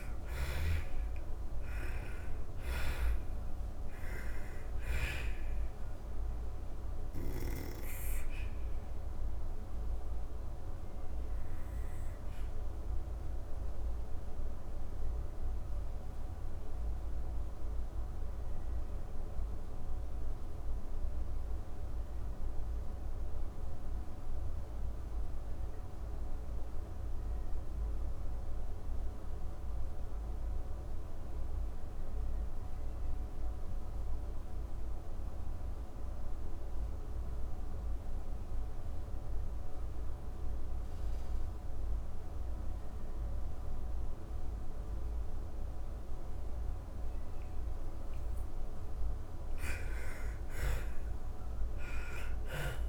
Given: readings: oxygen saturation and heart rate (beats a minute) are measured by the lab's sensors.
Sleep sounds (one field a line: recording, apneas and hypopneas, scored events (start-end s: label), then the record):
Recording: breathing in sleep by a room microphone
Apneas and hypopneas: 1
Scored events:
0.00-1.00 s: arousal
0.00-27.50 s: oxygen desaturation (device-marked, oxygen 78% lowest)
6.00-48.00 s: obstructive apnea (oxygen 98% before, 78% lowest)
43.50-52.89 s: oxygen desaturation (device-marked, oxygen 98% before, 80% lowest)
49.50-52.89 s: arousal
From the record:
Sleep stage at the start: N2 (light sleep)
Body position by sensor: on the back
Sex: female